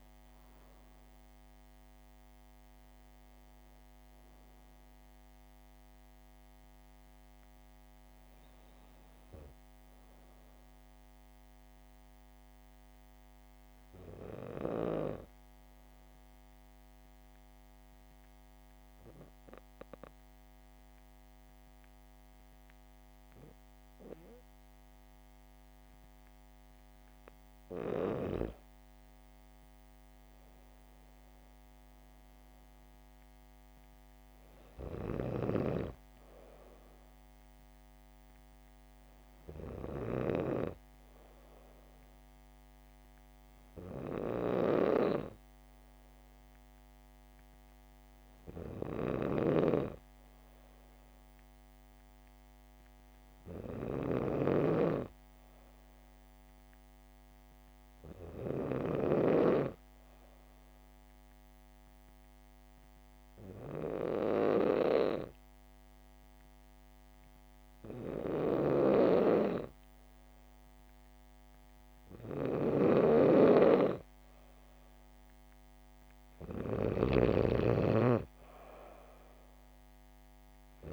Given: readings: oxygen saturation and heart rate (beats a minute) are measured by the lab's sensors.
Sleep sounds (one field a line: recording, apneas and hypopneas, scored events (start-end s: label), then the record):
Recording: breathing in sleep by a microphone on the trachea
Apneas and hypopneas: 2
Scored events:
13.00-27.50 s: hypopnea (oxygen 97% before, 94% lowest, heart rate 75 before, 66 extreme, up 1 after)
29.00-32.00 s: arousal
44.50-73.50 s: hypopnea (oxygen 98% before, 94% lowest, heart rate 68 before, 65 extreme, up 0 after)
73.00-80.93 s: snoring (device-marked)
75.00-78.50 s: arousal
From the record:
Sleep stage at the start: N2 (light sleep)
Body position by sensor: on the back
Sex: female